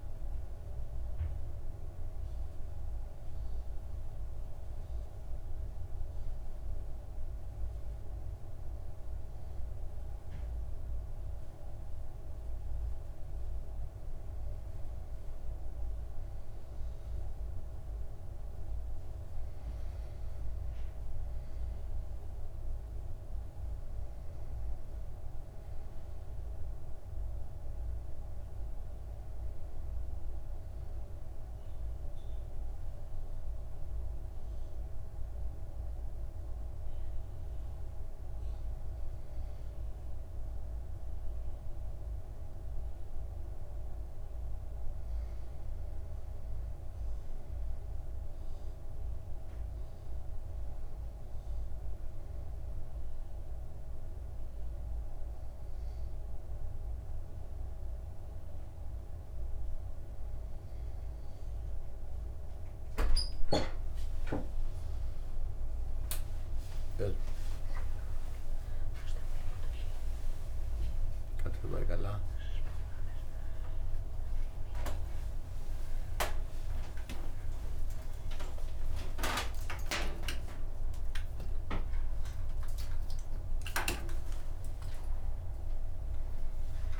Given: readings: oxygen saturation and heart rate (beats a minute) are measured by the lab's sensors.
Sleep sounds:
breathing in sleep by a room microphone; 3
3.00-13.50 s: mixed apnea (heart rate 59 before, 55 extreme, up 2 after)
13.50-73.50 s: new sleep stage, N2 (light sleep)
14.00-18.50 s: arousal
31.00-44.50 s: mixed apnea (heart rate 58 before, 56 extreme, up 2 after)
46.00-49.00 s: arousal
53.00-63.50 s: obstructive apnea (heart rate 57 before, 56 extreme, up 8 after)
73.50-87.00 s: new sleep stage, awake
From the record:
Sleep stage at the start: N1 (lightest sleep); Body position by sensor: on the back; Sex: male

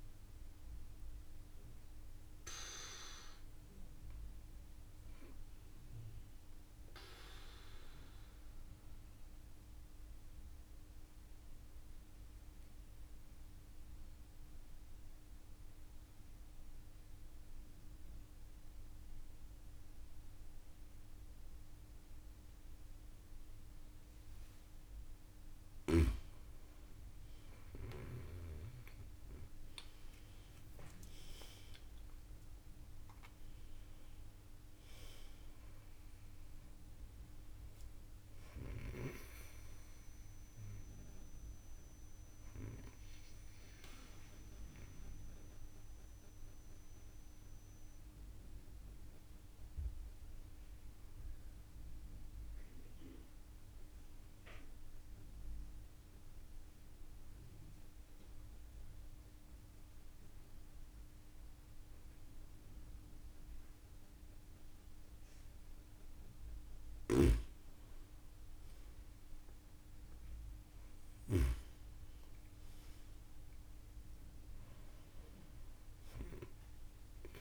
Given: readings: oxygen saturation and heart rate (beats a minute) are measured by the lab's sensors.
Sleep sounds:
breathing in sleep by a room microphone; 2
6.00-25.00 s: obstructive apnea (oxygen 97% before, 92% lowest)
28.00-31.00 s: arousal
29.50-31.50 s: long interval between heartbeats (device-marked)
31.50-61.50 s: oxygen desaturation (device-marked, oxygen 97% before, 92% lowest)
44.00-66.50 s: mixed apnea (oxygen 97% before, 92% lowest)
66.50-71.50 s: snoring (device-marked)
73.50-77.41 s: arousal
75.50-77.41 s: oxygen desaturation (device-marked, oxygen 97% before, 92% lowest)
From the record:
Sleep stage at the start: N2 (light sleep); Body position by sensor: on the right side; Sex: female

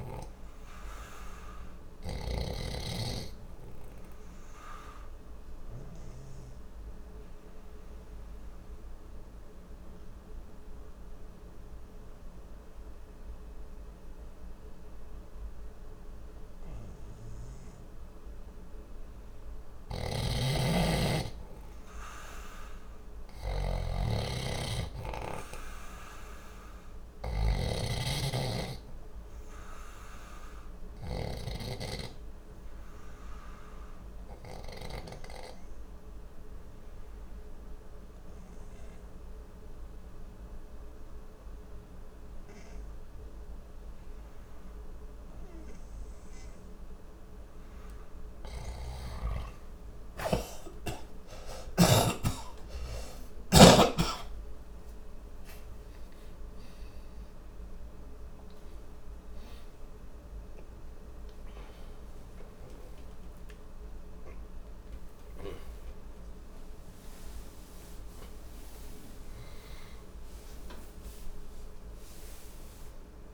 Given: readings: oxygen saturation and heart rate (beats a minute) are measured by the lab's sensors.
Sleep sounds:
breathing in sleep by a room microphone; 2
0.00-2.00 s: snoring (device-marked)
4.50-19.00 s: obstructive apnea (oxygen 95% before, 91% lowest, heart rate 64 before, 59 extreme, up 1 after)
17.00-31.00 s: oxygen desaturation (device-marked, oxygen 95% before, 91% lowest, heart rate 61 before, 60 extreme)
19.50-31.00 s: snoring (device-marked)
21.00-24.50 s: arousal
30.00-47.00 s: obstructive apnea (oxygen 96% before, 92% lowest, heart rate 60 before, 60 extreme, up 40 after)
46.00-71.00 s: oxygen desaturation (device-marked, oxygen 97% before, 92% lowest, heart rate 60 before, 59 extreme)
49.50-53.50 s: arousal
49.50-53.50 s: snoring (device-marked)
66.50-73.34 s: snoring (device-marked)
69.00-73.00 s: arousal
From the record:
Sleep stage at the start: N2 (light sleep); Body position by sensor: on the left side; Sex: male

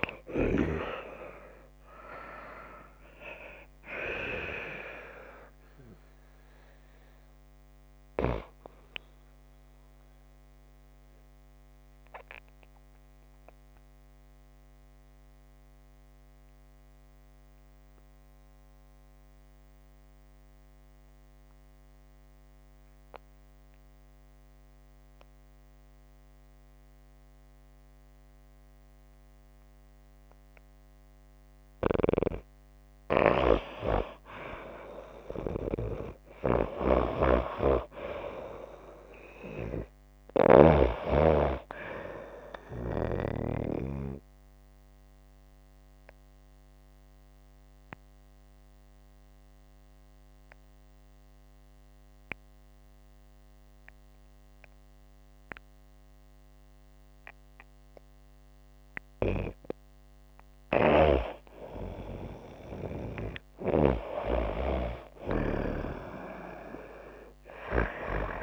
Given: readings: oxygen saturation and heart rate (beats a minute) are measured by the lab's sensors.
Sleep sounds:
breathing in sleep by a microphone on the trachea; 2
10.00-31.00 s: obstructive apnea (oxygen 95% before, 90% lowest, heart rate 90 before, 53 extreme, up 49 after)
32.50-40.50 s: snoring (device-marked)
33.00-36.00 s: arousal
33.50-47.50 s: oxygen desaturation (device-marked, oxygen 95% before, 90% lowest, heart rate 70 before, 58 extreme)
43.50-59.50 s: obstructive apnea (oxygen 95% before, 90% lowest, heart rate 88 before, 65 extreme, up 29 after)
63.00-67.50 s: arousal
From the record:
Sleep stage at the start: N2 (light sleep); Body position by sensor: on the back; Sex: female

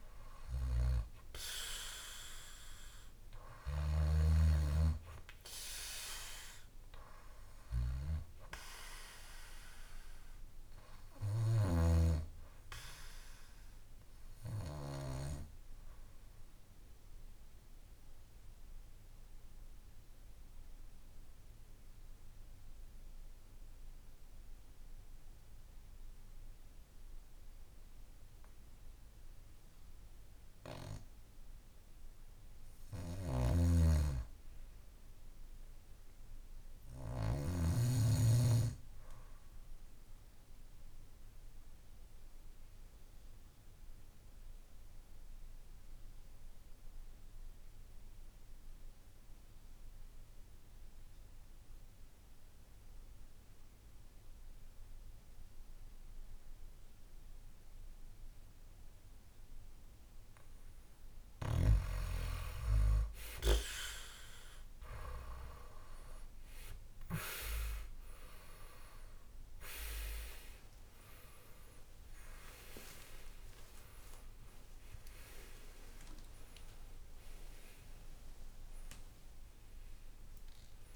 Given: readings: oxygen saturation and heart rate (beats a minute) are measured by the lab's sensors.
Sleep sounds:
breathing in sleep by a room microphone; 2
0.00-1.00 s: arousal
0.00-4.00 s: snoring (device-marked)
2.00-29.00 s: oxygen desaturation (device-marked, oxygen 98% before, 91% lowest, heart rate 56 before, 53 extreme)
13.50-30.00 s: obstructive apnea (oxygen 98% before, 86% lowest, heart rate 56 before, 53 extreme, up 4 after)
32.00-36.50 s: arousal
33.00-37.50 s: snoring (device-marked)
41.50-60.00 s: obstructive apnea (oxygen 97% before, 86% lowest, heart rate 56 before, 53 extreme, up 6 after)
52.00-80.96 s: oxygen desaturation (device-marked, oxygen 96% before, 86% lowest, heart rate 54 before, 52 extreme)
61.00-67.00 s: snoring (device-marked)
70.00-80.96 s: tachycardia (device-marked, heart rate 57 before, 194 extreme)
71.00-73.00 s: long interval between heartbeats (device-marked, heart rate 56 before, 75 extreme)
71.00-76.50 s: arousal
73.00-75.00 s: long interval between heartbeats (device-marked, heart rate 58 before, 106 extreme)
79.50-80.96 s: long interval between heartbeats (device-marked, heart rate 86 before, 179 extreme)
From the record:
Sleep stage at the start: N2 (light sleep); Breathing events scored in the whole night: 114 in 4.5 hours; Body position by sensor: on the back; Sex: male

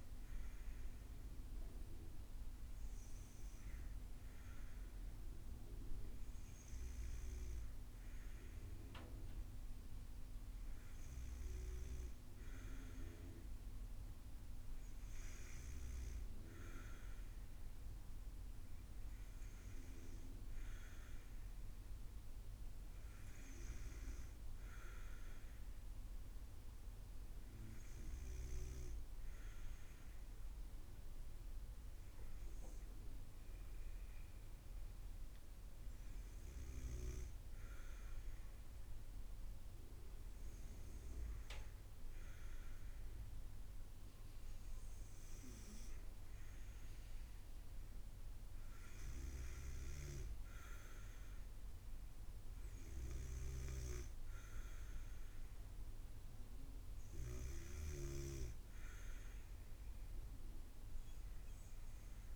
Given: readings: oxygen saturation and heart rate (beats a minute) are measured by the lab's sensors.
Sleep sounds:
breathing in sleep by a room microphone; none
none scored
From the record:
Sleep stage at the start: N2 (light sleep); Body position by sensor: on the back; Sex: female

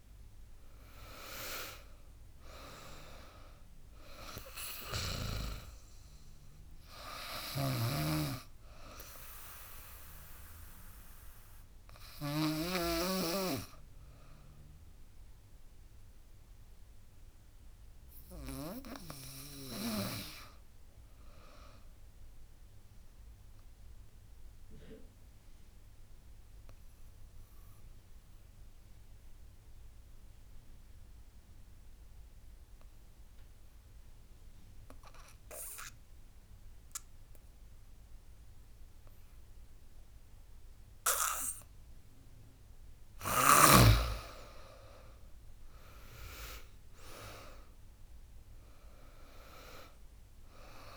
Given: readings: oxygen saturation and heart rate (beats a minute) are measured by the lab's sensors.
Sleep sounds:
breathing in sleep by a room microphone; 1
0.00-1.00 s: arousal
0.00-10.50 s: drop in pulse transit time (device-marked, heart rate 67 extreme)
0.00-21.50 s: oxygen desaturation (device-marked, oxygen 82% lowest, heart rate 67 extreme)
7.50-18.50 s: snoring (device-marked)
22.00-42.50 s: obstructive apnea (oxygen 90% before, 90% lowest, heart rate 80 before, 72 extreme, up 10 after)
41.50-50.97 s: oxygen desaturation (device-marked, oxygen 98% before, 90% lowest, heart rate 83 before, 72 extreme)
44.50-49.00 s: arousal
44.50-50.97 s: drop in pulse transit time (device-marked, heart rate 83 before, 78 extreme)
From the record:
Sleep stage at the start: N2 (light sleep); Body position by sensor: on the back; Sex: female

